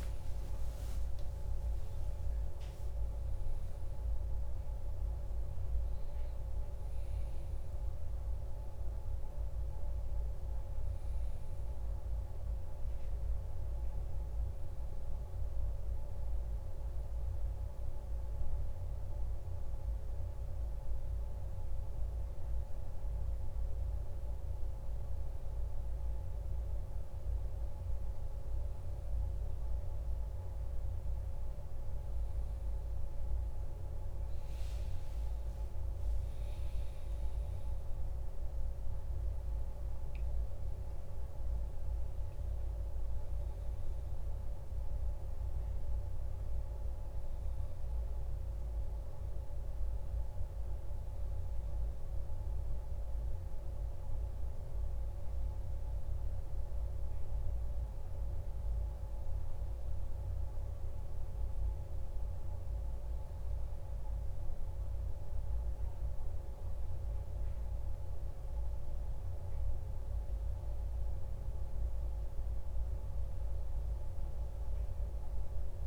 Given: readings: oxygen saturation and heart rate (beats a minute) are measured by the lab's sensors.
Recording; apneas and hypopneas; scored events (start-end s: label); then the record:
breathing in sleep, hard to hear, by a room microphone; 1
0.00-1.00 s: arousal
14.00-26.50 s: obstructive apnea (oxygen 99% before, 96% lowest, heart rate 66 before, 52 extreme, up 4 after)
31.50-35.50 s: arousal
74.50-75.87 s: new sleep stage, N2 (light sleep)
From the record:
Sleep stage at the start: N1 (lightest sleep); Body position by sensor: on the back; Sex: male